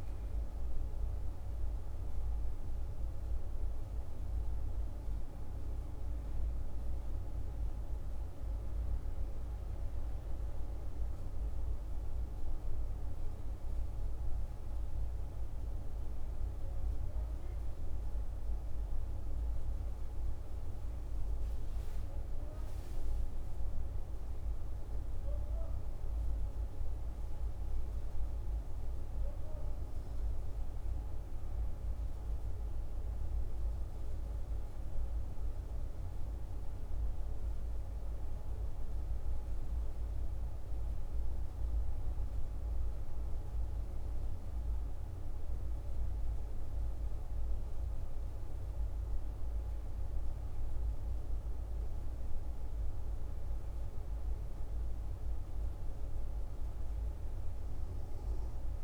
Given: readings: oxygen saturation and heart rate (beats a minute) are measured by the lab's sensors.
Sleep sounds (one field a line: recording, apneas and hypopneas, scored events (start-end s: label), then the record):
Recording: breathing in sleep, hard to hear, by a room microphone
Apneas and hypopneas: none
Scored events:
none scored
From the record:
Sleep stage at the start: N1 (lightest sleep)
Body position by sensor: on the back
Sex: male